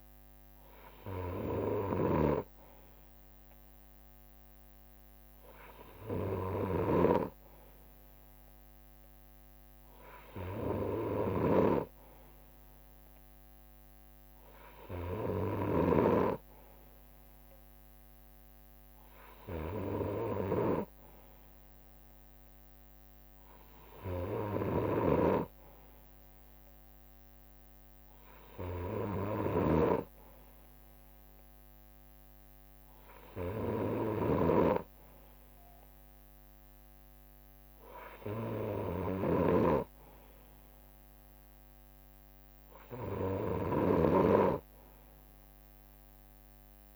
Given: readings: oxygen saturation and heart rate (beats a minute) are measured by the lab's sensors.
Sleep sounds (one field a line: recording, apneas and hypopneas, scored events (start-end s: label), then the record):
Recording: breathing in sleep by a microphone on the trachea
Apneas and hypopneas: none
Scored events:
0.00-46.96 s: snoring (device-marked)
28.50-30.50 s: leg movement (device-marked)
32.50-42.50 s: leg movement (device-marked)
45.50-46.96 s: leg movement (device-marked)
From the record:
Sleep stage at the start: N2 (light sleep)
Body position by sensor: on the right side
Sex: male